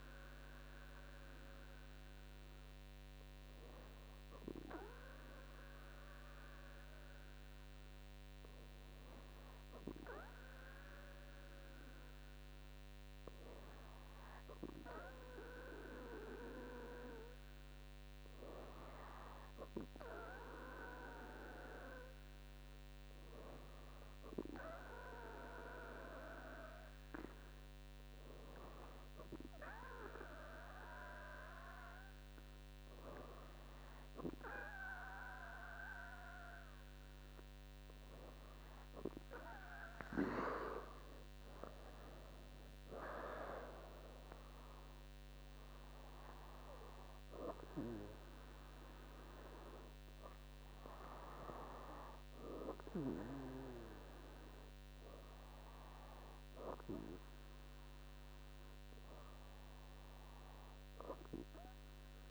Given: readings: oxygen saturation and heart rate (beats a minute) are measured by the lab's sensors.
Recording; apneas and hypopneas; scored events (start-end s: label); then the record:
breathing in sleep by a microphone on the trachea; none
none scored
From the record:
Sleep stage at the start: N2 (light sleep); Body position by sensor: on the back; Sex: female